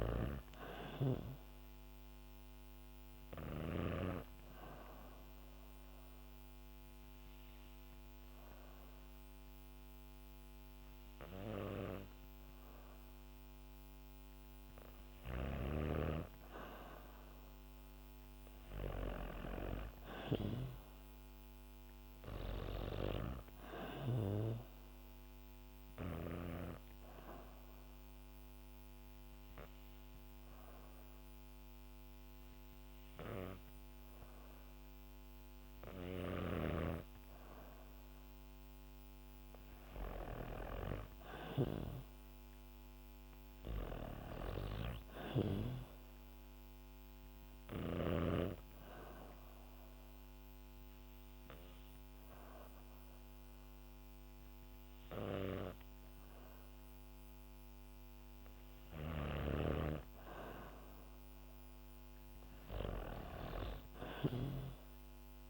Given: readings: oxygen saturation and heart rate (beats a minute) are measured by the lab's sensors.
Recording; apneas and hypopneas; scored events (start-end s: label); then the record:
breathing in sleep by a microphone on the trachea; 3
0.00-3.00 s: snoring (device-marked)
2.50-14.00 s: hypopnea (oxygen 98% before, 94% lowest, heart rate 66 before, 61 extreme, up 5 after)
16.00-19.50 s: arousal
27.00-38.00 s: hypopnea (oxygen 97% before, 94% lowest, heart rate 66 before, 63 extreme, up 4 after)
40.00-44.00 s: arousal
47.00-58.00 s: hypopnea (oxygen 97% before, 93% lowest, heart rate 65 before, 63 extreme, up 5 after)
61.50-65.50 s: arousal
From the record:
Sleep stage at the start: N2 (light sleep); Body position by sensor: on the back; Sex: female